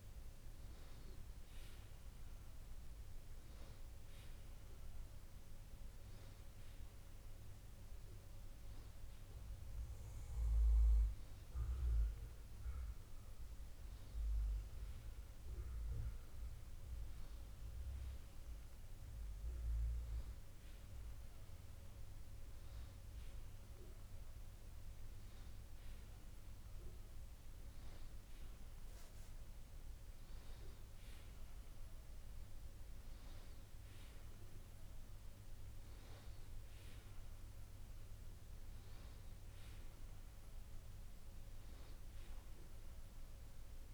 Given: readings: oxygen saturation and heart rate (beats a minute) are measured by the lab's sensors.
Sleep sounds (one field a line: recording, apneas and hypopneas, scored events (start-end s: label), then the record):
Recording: breathing in sleep, hard to hear, by a room microphone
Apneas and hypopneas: none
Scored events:
none scored
From the record:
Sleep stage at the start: N1 (lightest sleep)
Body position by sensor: on the back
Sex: male